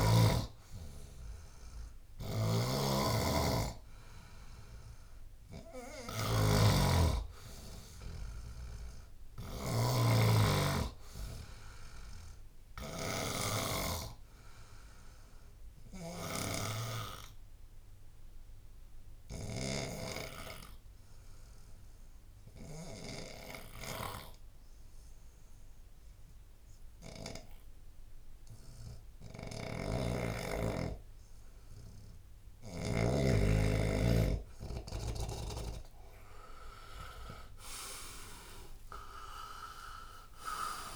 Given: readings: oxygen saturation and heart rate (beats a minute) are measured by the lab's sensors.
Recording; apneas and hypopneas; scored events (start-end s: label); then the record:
breathing in sleep by a room microphone; 1
2.00-10.00 s: snoring (device-marked)
3.00-16.00 s: oxygen desaturation (device-marked, oxygen 98% before, 94% lowest, heart rate 76 before, 67 extreme)
15.50-31.50 s: obstructive apnea (oxygen 99% before, 89% lowest, heart rate 72 before, 67 extreme, up 4 after)
29.50-33.00 s: snoring (device-marked)
35.50-40.00 s: arousal
From the record:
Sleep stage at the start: N2 (light sleep); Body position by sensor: on the left side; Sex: male